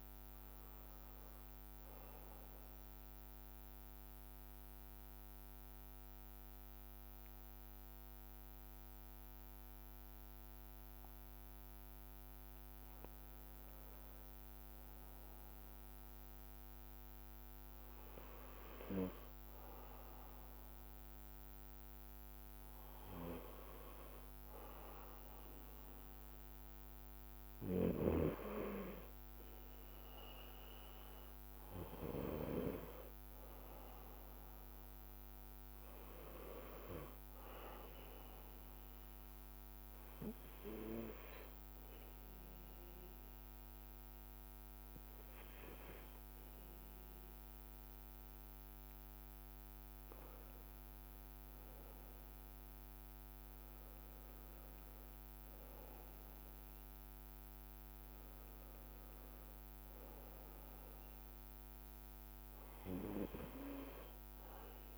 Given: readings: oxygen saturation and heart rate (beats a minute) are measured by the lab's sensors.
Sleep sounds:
breathing in sleep by a microphone on the trachea; 2
0.00-11.50 s: bradycardia (device-marked, heart rate 56 extreme)
0.00-15.50 s: oxygen desaturation (device-marked, oxygen 91% lowest, heart rate 56 extreme)
3.00-17.50 s: mixed apnea (oxygen 95% before, 91% lowest, heart rate 63 before, 56 extreme, up 4 after)
17.50-50.50 s: bradycardia (device-marked, heart rate 62 before, 56 extreme)
20.00-23.50 s: arousal
29.50-47.50 s: oxygen desaturation (device-marked, oxygen 95% before, 91% lowest, heart rate 58 before, 56 extreme)
42.00-53.50 s: obstructive apnea (oxygen 96% before, 91% lowest, heart rate 58 before, 56 extreme, up 3 after)
52.50-55.50 s: bradycardia (device-marked, heart rate 62 before, 58 extreme)
56.00-59.00 s: arousal
56.50-64.98 s: bradycardia (device-marked, heart rate 62 before, 56 extreme)
From the record:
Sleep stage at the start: N2 (light sleep); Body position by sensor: on the right side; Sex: male

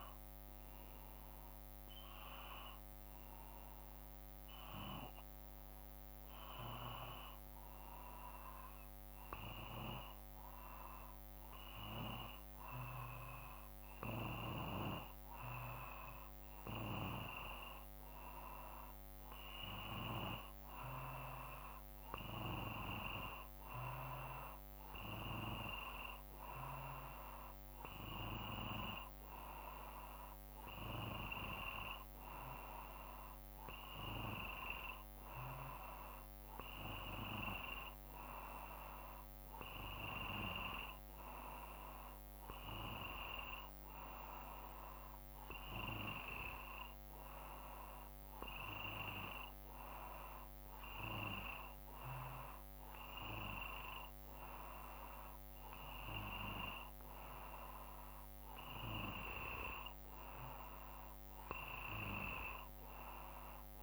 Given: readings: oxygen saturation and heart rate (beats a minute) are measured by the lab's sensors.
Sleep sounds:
breathing in sleep by a microphone on the trachea; none
none scored
From the record:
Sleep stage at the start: N2 (light sleep); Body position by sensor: on the back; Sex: male

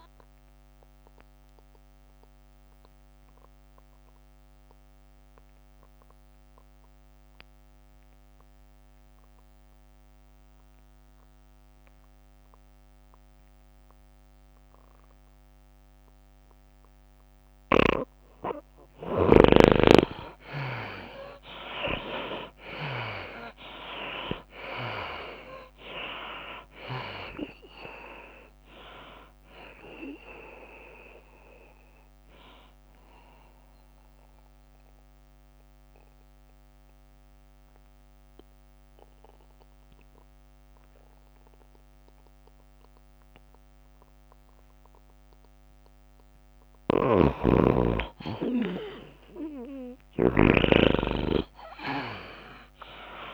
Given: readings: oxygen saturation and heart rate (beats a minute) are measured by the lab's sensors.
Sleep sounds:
breathing in sleep by a microphone on the trachea; 2
0.00-1.00 s: drop in pulse transit time (device-marked, heart rate 97 extreme)
0.00-6.00 s: oxygen desaturation (device-marked, oxygen 80% lowest, heart rate 88 extreme)
0.50-18.50 s: obstructive apnea (oxygen 97% before, 77% lowest, heart rate 98 before, 88 extreme, up 31 after)
16.00-18.00 s: long interval between heartbeats (device-marked, heart rate 96 before, 89 extreme)
18.00-37.00 s: tachycardia (device-marked, heart rate 99 before, 119 extreme)
18.00-45.00 s: oxygen desaturation (device-marked, oxygen 96% before, 77% lowest, heart rate 95 before, 95 extreme)
21.00-23.00 s: long interval between heartbeats (device-marked, heart rate 93 before, 107 extreme)
21.00-25.00 s: arousal
24.00-39.00 s: drop in pulse transit time (device-marked, heart rate 95 before, 101 extreme)
34.50-48.00 s: mixed apnea (oxygen 96% before, 74% lowest, heart rate 101 before, 93 extreme, up 2 after)
49.00-52.00 s: arousal
50.00-53.33 s: oxygen desaturation (device-marked, oxygen 98% before, 83% lowest, heart rate 100 before, 74 extreme)
From the record:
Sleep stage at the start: N2 (light sleep); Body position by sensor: on the back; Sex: female

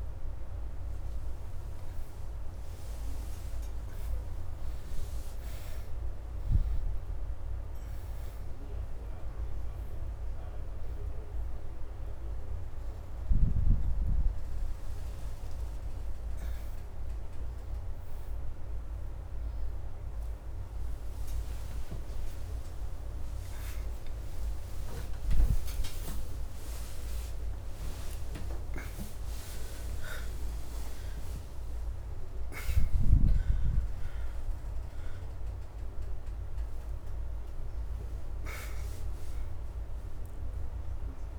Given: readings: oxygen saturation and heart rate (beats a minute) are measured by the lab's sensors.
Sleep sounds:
a person awake in a sleep study, by a room microphone; none
17.00-30.00 s: oxygen desaturation (device-marked, oxygen 90% before, 83% lowest, heart rate 104 before, 84 extreme)
From the record:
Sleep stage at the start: awake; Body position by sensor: on the back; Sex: female

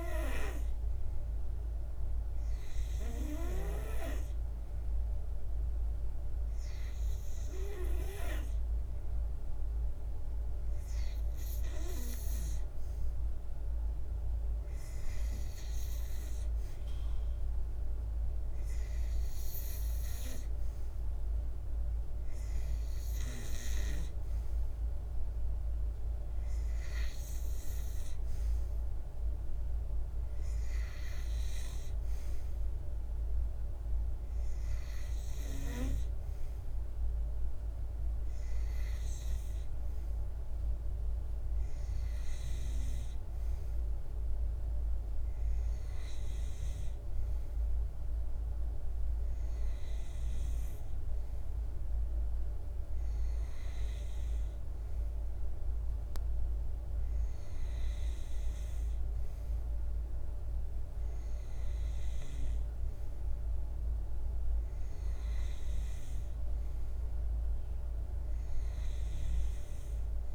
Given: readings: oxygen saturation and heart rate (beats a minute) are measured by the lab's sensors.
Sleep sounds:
breathing in sleep by a room microphone; none
none scored
From the record:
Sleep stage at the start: N2 (light sleep); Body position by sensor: on the back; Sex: male

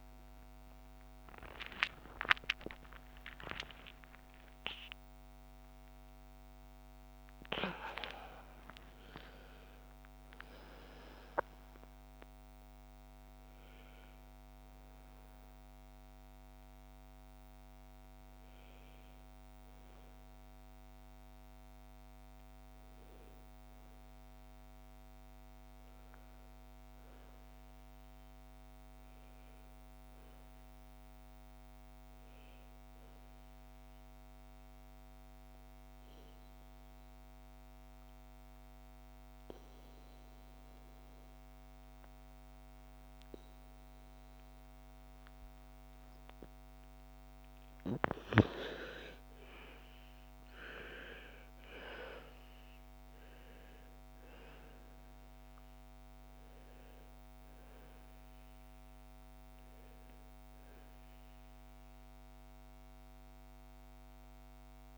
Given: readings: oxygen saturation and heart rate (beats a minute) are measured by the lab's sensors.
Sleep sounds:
a person partly awake in a sleep study, by a microphone on the trachea; 1
0.00-3.50 s: oxygen desaturation (device-marked, oxygen 84% lowest, heart rate 63 extreme)
14.50-64.98 s: new sleep stage, N1 (lightest sleep)
31.50-64.98 s: oxygen desaturation (device-marked, oxygen 99% before, 83% lowest, heart rate 71 before, 56 extreme)
33.50-46.00 s: obstructive apnea (oxygen 99% before, 83% lowest, heart rate 70 before, 58 extreme, up 8 after)
47.50-52.00 s: arousal
From the record:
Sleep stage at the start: awake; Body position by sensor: on the back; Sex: female

